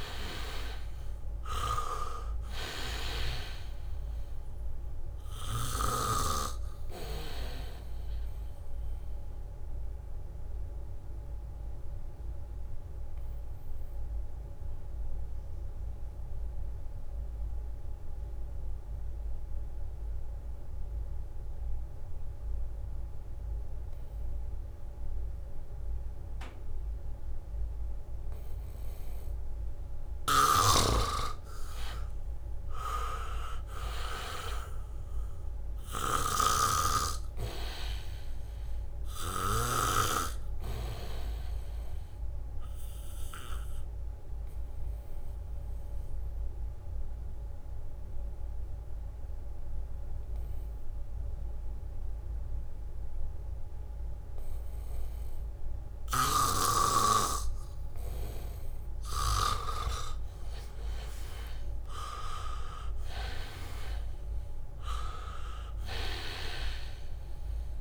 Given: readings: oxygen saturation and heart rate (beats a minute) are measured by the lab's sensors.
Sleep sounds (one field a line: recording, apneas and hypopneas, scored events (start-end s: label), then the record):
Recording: breathing in sleep by a room microphone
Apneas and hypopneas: 2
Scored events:
0.00-22.50 s: oxygen desaturation (device-marked, oxygen 80% lowest, heart rate 71 extreme)
9.50-28.00 s: obstructive apnea (oxygen 99% before, 80% lowest, heart rate 75 before, 72 extreme, up 0 after)
24.50-53.50 s: oxygen desaturation (device-marked, oxygen 99% before, 83% lowest, heart rate 77 before, 72 extreme)
30.00-35.00 s: leg movement (device-marked)
30.50-40.00 s: snoring (device-marked)
32.00-35.50 s: arousal
36.00-38.00 s: leg movement (device-marked)
40.50-55.00 s: obstructive apnea (oxygen 99% before, 83% lowest, heart rate 74 before, 73 extreme, up 0 after)
55.50-67.81 s: oxygen desaturation (device-marked, oxygen 98% before, 83% lowest, heart rate 77 before, 72 extreme)
56.50-60.00 s: snoring (device-marked)
62.50-66.00 s: arousal
From the record:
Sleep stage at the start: N2 (light sleep)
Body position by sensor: on the back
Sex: male